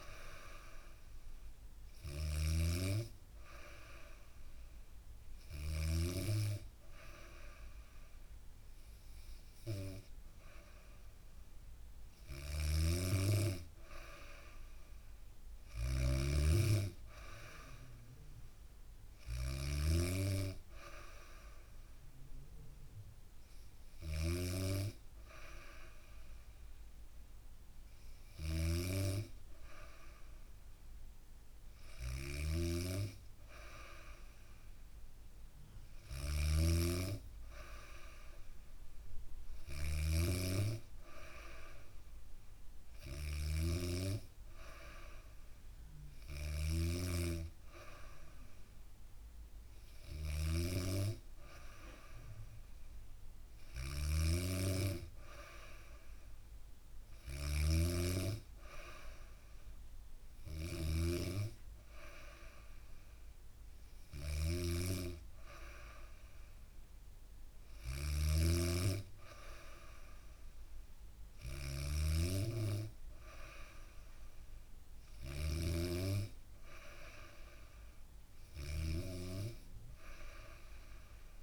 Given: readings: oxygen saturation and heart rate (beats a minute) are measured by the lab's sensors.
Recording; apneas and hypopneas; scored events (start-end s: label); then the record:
breathing in sleep by a room microphone; none
0.00-5.00 s: snoring (device-marked)
11.50-81.43 s: snoring (device-marked)
From the record:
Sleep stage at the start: N2 (light sleep); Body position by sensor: on the back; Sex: female